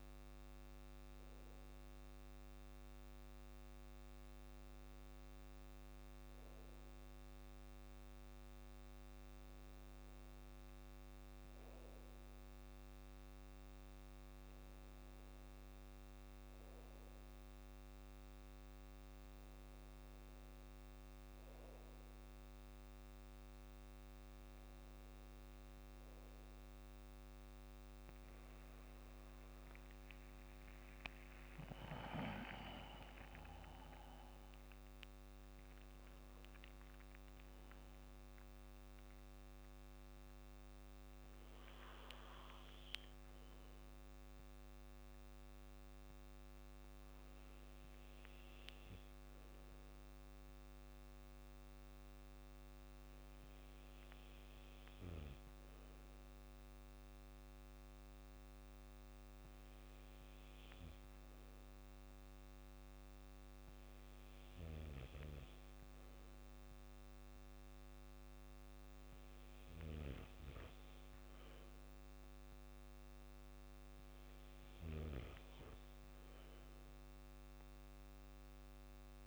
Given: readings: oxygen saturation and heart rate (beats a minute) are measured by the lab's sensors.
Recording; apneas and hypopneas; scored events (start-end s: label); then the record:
breathing in sleep, hard to hear, by a microphone on the trachea; 1
32.00-37.00 s: arousal
51.00-64.00 s: hypopnea (oxygen 96% before, 92% lowest, heart rate 58 before, 53 extreme, up 2 after)
67.50-72.50 s: arousal
From the record:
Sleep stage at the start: N2 (light sleep); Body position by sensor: on the back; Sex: male